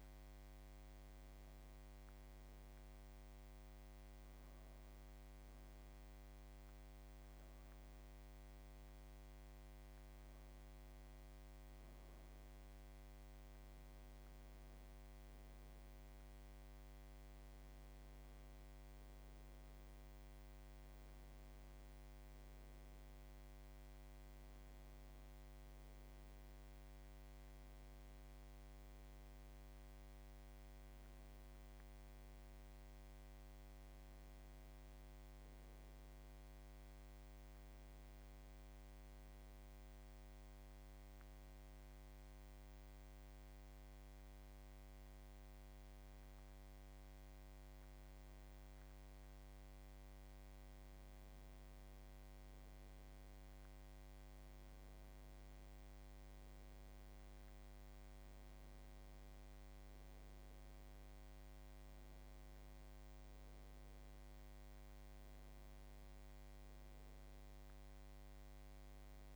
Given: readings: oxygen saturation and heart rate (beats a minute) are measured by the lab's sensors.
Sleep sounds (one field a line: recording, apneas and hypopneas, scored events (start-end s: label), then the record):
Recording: breathing in sleep, hard to hear, by a microphone on the trachea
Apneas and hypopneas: 2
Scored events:
3.50-15.00 s: hypopnea (oxygen 93% before, 89% lowest, heart rate 82 before, 81 extreme, up 3 after)
19.50-24.00 s: arousal
39.50-51.50 s: hypopnea (oxygen 93% before, 89% lowest, heart rate 83 before, 80 extreme, up 4 after)
54.00-58.50 s: arousal
59.50-69.36 s: oxygen desaturation (device-marked, oxygen 93% before, 89% lowest, heart rate 83 before, 78 extreme)
From the record:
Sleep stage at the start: N1 (lightest sleep)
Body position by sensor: on the back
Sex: male